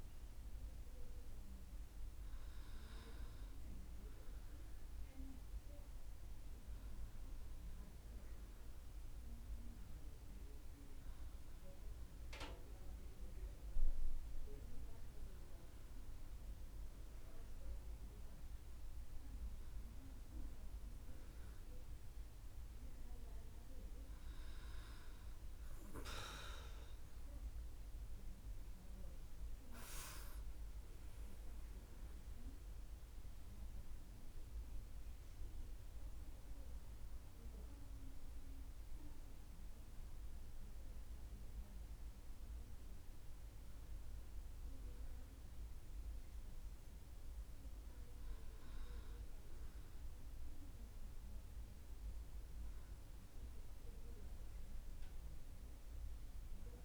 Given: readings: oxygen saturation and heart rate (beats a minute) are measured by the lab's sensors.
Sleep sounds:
breathing in sleep, hard to hear, by a room microphone; none
none scored
From the record:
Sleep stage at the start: N2 (light sleep); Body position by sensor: on the back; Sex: female

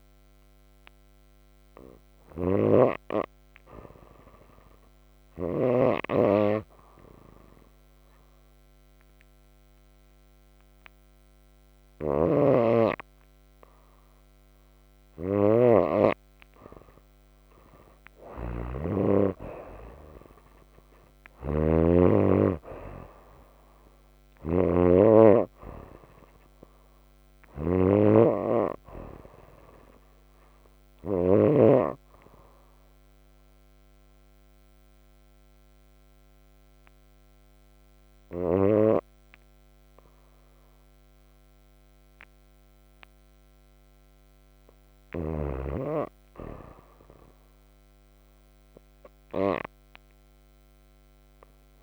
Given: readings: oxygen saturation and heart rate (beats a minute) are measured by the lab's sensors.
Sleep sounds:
breathing in sleep by a microphone on the trachea; 2
0.00-44.00 s: oxygen desaturation (device-marked, oxygen 81% lowest, heart rate 26 extreme)
2.00-5.50 s: snoring (device-marked)
3.50-15.00 s: obstructive apnea (oxygen 98% before, 81% lowest, heart rate 56 before, 26 extreme)
11.50-31.50 s: snoring (device-marked)
18.00-23.00 s: arousal
31.00-43.00 s: obstructive apnea (oxygen 91% before, 81% lowest, heart rate 43 before, 26 extreme, up 11 after)
46.50-50.50 s: arousal
From the record:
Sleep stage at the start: N2 (light sleep); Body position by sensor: on the right side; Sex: female

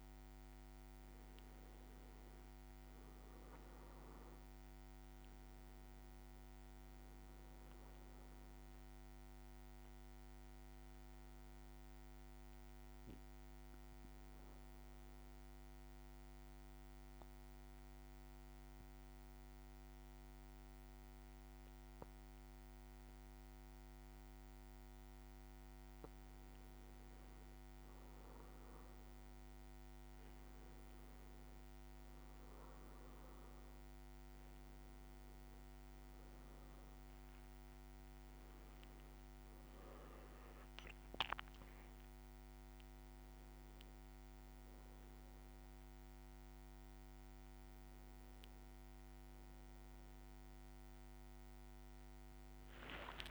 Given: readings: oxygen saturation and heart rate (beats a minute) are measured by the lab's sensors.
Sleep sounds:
breathing in sleep, hard to hear, by a microphone on the trachea; 1
0.00-3.50 s: arousal
5.00-22.00 s: oxygen desaturation (device-marked, oxygen 98% before, 95% lowest, heart rate 57 before, 54 extreme)
5.00-27.00 s: bradycardia (device-marked, heart rate 58 before, 54 extreme)
10.00-26.50 s: mixed apnea (oxygen 98% before, 95% lowest, heart rate 58 before, 54 extreme, up 7 after)
25.00-28.00 s: leg movement (device-marked)
30.00-36.00 s: arousal
36.00-47.00 s: drop in pulse transit time (device-marked, heart rate 57 before, 61 extreme)
46.00-53.31 s: new sleep stage, N1 (lightest sleep)
47.00-53.00 s: bradycardia (device-marked, heart rate 58 before, 58 extreme)
51.50-53.31 s: arousal
From the record:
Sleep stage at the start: N2 (light sleep); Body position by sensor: on the back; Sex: male

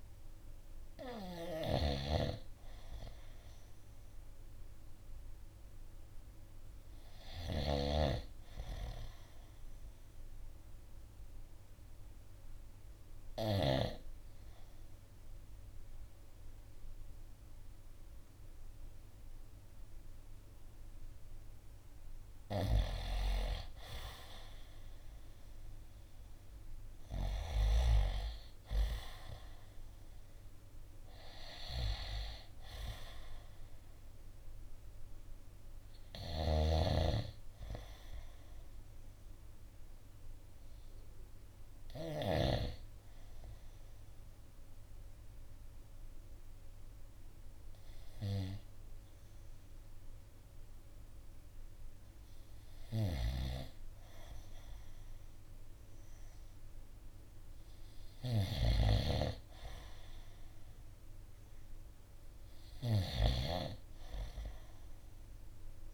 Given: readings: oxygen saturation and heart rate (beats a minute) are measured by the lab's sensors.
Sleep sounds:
breathing in sleep by a room microphone; 2
0.00-13.00 s: snoring (device-marked)
9.00-21.50 s: obstructive apnea (oxygen 95% before, 91% lowest, heart rate 56 before, 54 extreme, up 3 after)
24.00-27.00 s: arousal
35.50-41.50 s: snoring (device-marked)
37.50-55.50 s: oxygen desaturation (device-marked, oxygen 94% before, 91% lowest, heart rate 58 before, 53 extreme)
43.00-53.00 s: obstructive apnea (oxygen 95% before, 91% lowest, heart rate 58 before, 53 extreme, up 1 after)
57.50-65.94 s: snoring (device-marked)
From the record:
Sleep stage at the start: N2 (light sleep); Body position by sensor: on the right side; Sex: male

